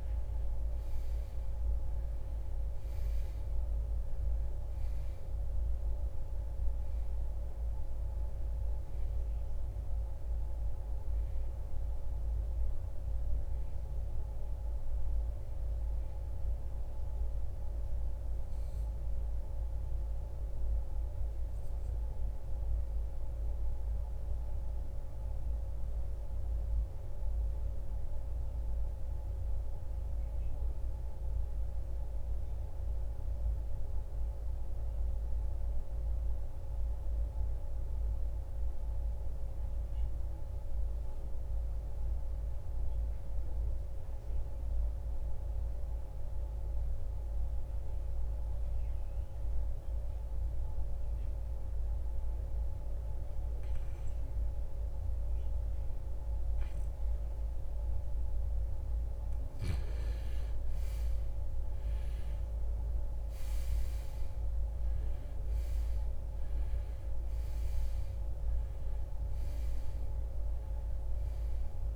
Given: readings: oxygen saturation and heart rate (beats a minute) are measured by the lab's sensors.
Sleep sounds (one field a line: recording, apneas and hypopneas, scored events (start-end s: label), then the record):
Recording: breathing in sleep, hard to hear, by a room microphone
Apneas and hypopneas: 1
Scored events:
0.00-29.50 s: oxygen desaturation (device-marked, oxygen 79% lowest, heart rate 53 extreme)
18.50-58.50 s: obstructive apnea (oxygen 93% before, 79% lowest, heart rate 86 before, 49 extreme, up 20 after)
50.50-71.96 s: oxygen desaturation (device-marked, oxygen 97% before, 80% lowest, heart rate 65 before, 49 extreme)
59.50-64.50 s: arousal
From the record:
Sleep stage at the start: N2 (light sleep)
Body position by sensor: on the right side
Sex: male